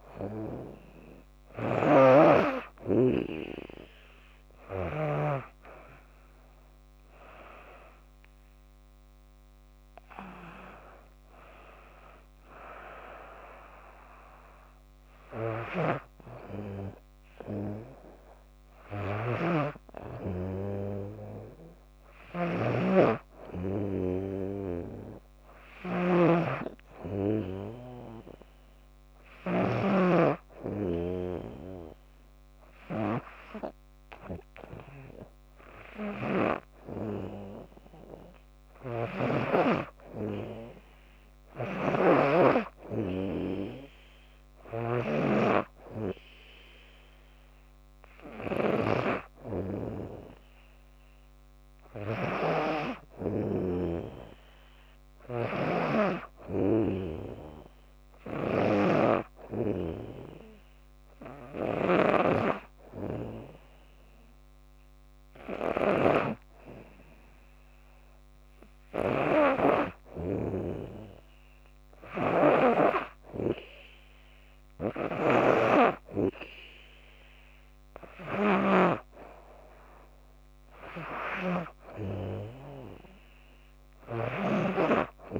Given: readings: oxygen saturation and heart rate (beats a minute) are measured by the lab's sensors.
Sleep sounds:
breathing in sleep by a microphone on the trachea; none
1.00-5.00 s: snoring (device-marked)
15.00-29.50 s: snoring (device-marked)
35.50-39.00 s: snoring (device-marked)
41.00-78.50 s: snoring (device-marked)
80.50-85.40 s: snoring (device-marked)
From the record:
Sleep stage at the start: N2 (light sleep); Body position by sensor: on the back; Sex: female

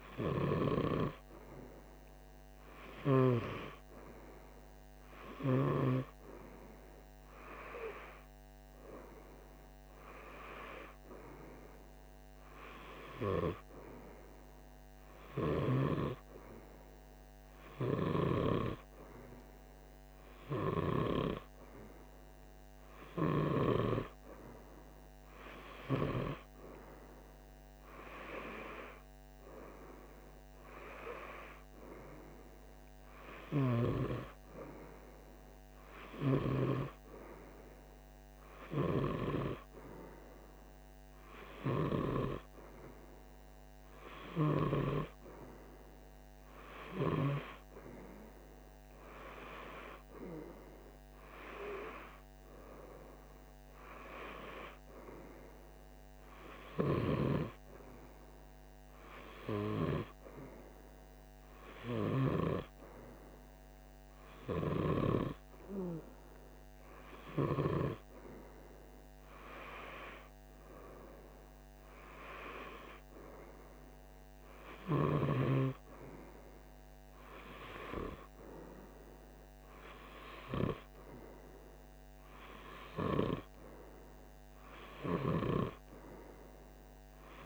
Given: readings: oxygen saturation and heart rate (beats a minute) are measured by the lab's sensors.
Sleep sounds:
breathing in sleep by a microphone on the trachea; none
none scored
From the record:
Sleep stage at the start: N2 (light sleep); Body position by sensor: on the right side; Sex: male

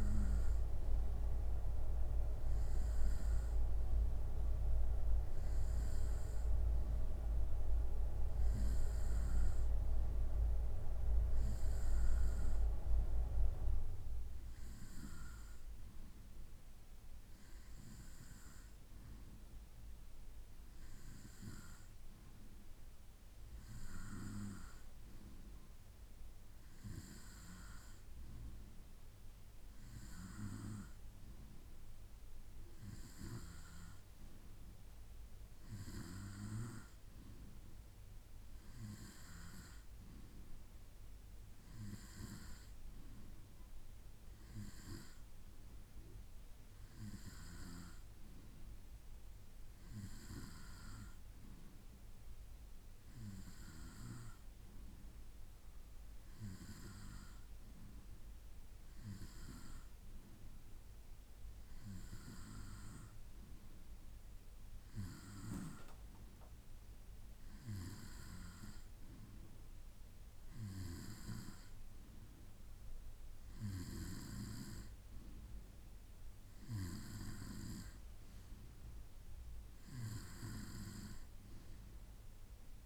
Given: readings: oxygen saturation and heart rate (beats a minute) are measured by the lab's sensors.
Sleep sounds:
breathing in sleep by a room microphone; none
none scored
From the record:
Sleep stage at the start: N2 (light sleep); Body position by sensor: on the right side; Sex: male

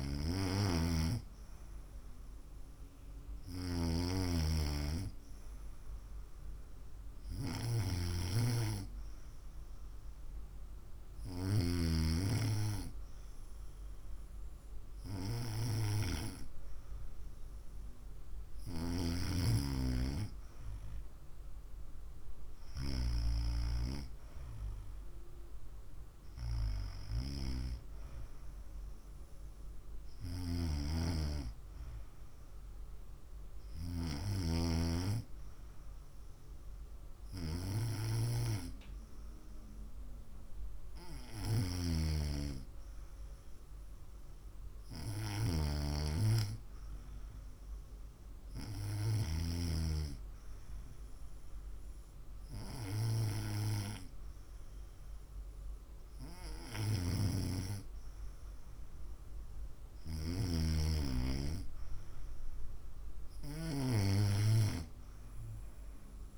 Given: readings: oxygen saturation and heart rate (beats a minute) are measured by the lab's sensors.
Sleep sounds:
breathing in sleep by a room microphone; none
none scored
From the record:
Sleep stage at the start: N2 (light sleep); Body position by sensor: on the right side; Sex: female

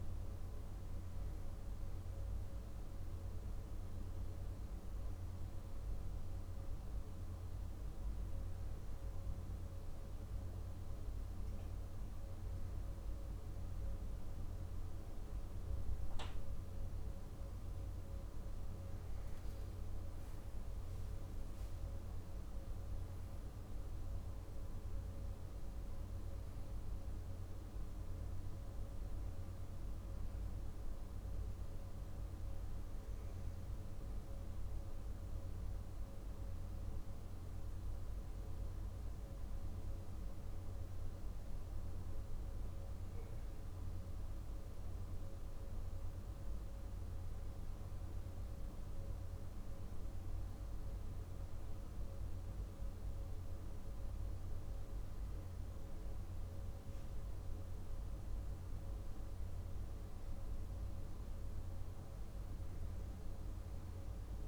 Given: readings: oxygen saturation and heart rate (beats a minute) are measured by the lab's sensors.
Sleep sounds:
breathing in sleep, hard to hear, by a room microphone; none
none scored
From the record:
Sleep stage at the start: N2 (light sleep); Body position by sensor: on the back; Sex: male

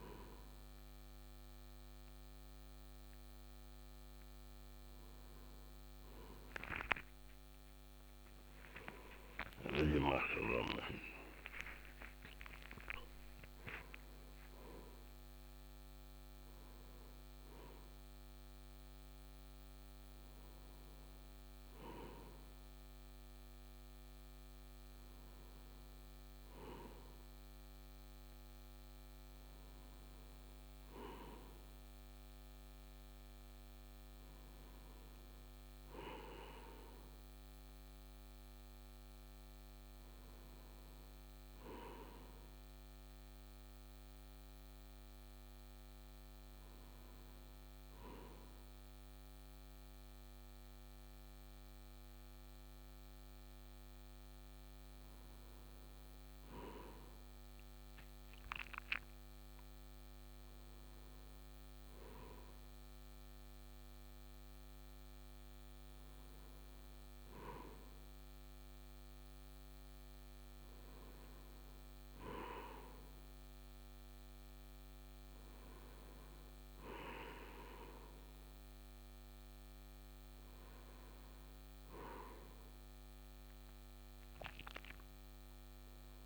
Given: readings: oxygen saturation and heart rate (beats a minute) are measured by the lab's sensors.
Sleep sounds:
breathing in sleep by a microphone on the trachea; none
7.00-13.50 s: arousal
From the record:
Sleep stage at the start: N1 (lightest sleep); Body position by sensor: on the right side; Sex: male

